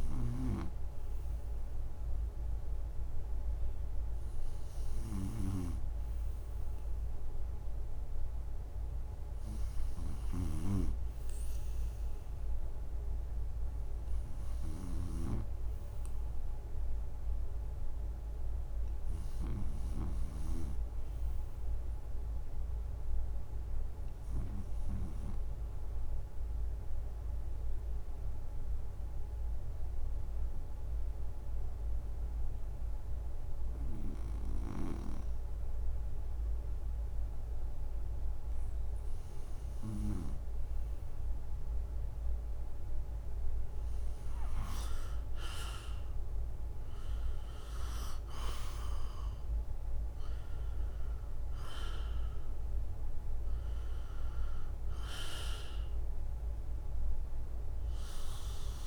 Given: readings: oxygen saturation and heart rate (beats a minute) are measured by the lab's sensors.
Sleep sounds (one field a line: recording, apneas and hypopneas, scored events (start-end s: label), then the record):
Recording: breathing in sleep by a room microphone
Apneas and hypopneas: 1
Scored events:
10.00-20.00 s: snoring (device-marked)
20.50-23.50 s: arousal
25.00-38.00 s: drop in pulse transit time (device-marked, heart rate 69 before, 67 extreme)
26.50-40.00 s: obstructive apnea (oxygen 93% before, 86% lowest, heart rate 69 before, 66 extreme, up 6 after)
46.00-48.50 s: arousal
52.00-58.87 s: drop in pulse transit time (device-marked, heart rate 69 before, 73 extreme)
From the record:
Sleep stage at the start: N2 (light sleep)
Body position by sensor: on the right side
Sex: male